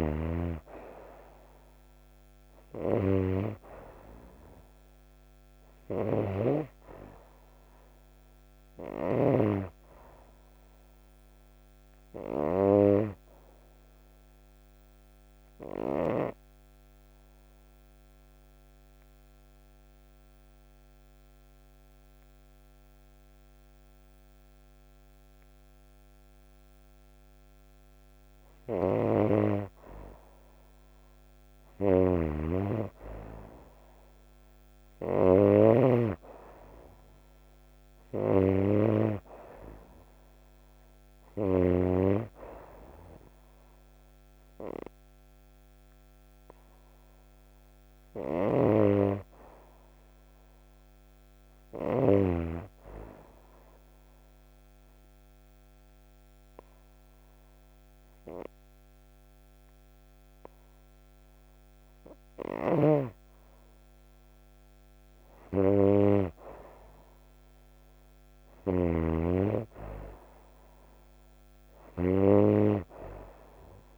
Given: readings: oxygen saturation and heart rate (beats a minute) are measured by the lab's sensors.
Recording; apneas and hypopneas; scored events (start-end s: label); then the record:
breathing in sleep by a microphone on the trachea; 2
0.00-27.50 s: oxygen desaturation (device-marked, oxygen 90% lowest, heart rate 53 extreme)
13.00-28.50 s: obstructive apnea (oxygen 98% before, 90% lowest, heart rate 64 before, 54 extreme, up 18 after)
28.50-35.50 s: snoring (device-marked)
30.00-32.50 s: arousal
43.50-60.50 s: oxygen desaturation (device-marked, oxygen 97% before, 91% lowest, heart rate 67 before, 59 extreme)
48.00-52.00 s: snoring (device-marked)
54.00-64.00 s: obstructive apnea (oxygen 97% before, 90% lowest, heart rate 66 before, 59 extreme, up 9 after)
62.50-73.98 s: snoring (device-marked)
65.50-69.00 s: arousal
From the record:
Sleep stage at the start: N2 (light sleep); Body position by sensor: on the right side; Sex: female